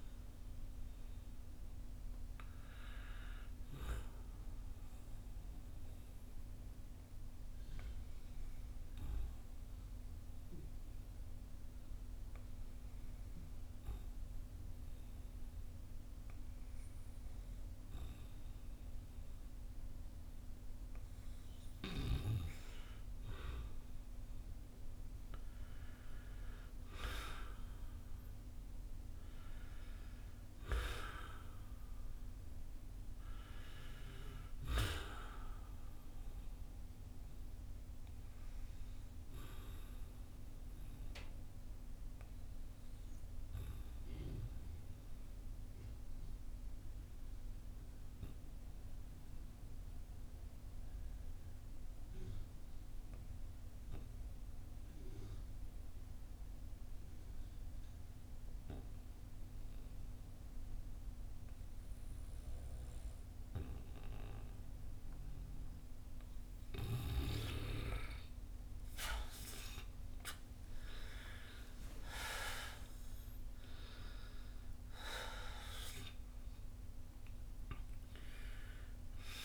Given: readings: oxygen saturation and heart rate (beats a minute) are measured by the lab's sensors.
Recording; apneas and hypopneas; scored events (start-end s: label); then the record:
breathing in sleep by a room microphone; 2
4.50-21.50 s: obstructive apnea (oxygen 96% before, 91% lowest, heart rate 80 before, 45 extreme, up 0 after)
24.00-28.00 s: arousal
38.00-65.50 s: obstructive apnea (oxygen 97% before, 87% lowest, heart rate 52 before, 47 extreme, up 6 after)
38.50-55.50 s: oxygen desaturation (device-marked, oxygen 96% before, 91% lowest, heart rate 52 before, 47 extreme)
69.50-74.50 s: arousal
69.50-79.45 s: oxygen desaturation (device-marked, oxygen 96% before, 87% lowest, heart rate 52 before, 45 extreme)
From the record:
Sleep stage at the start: N2 (light sleep); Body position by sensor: on the back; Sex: male